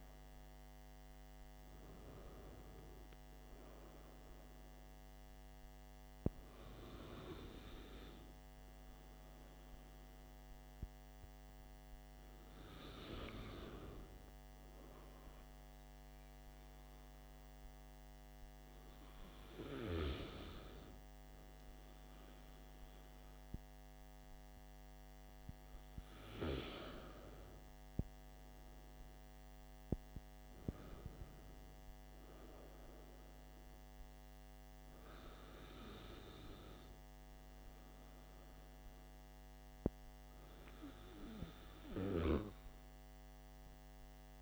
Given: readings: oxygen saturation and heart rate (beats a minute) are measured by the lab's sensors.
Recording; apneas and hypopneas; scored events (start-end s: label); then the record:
breathing in sleep by a microphone on the trachea; none
none scored
From the record:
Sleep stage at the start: N2 (light sleep); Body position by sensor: on the back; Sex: male